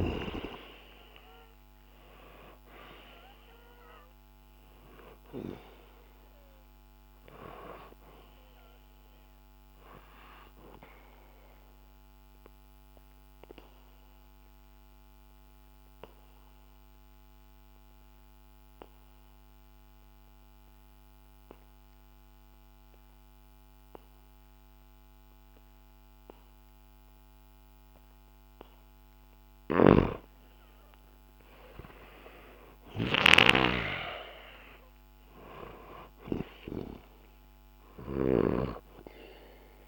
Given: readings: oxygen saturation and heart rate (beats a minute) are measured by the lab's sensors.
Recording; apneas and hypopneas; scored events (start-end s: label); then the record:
breathing in sleep by a microphone on the trachea; 1
0.00-23.00 s: oxygen desaturation (device-marked, oxygen 91% lowest, heart rate 63 extreme)
7.50-28.50 s: obstructive apnea (oxygen 98% before, 91% lowest, heart rate 64 before, 63 extreme)
31.00-36.00 s: arousal
From the record:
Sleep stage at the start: N2 (light sleep); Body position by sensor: on the back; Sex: male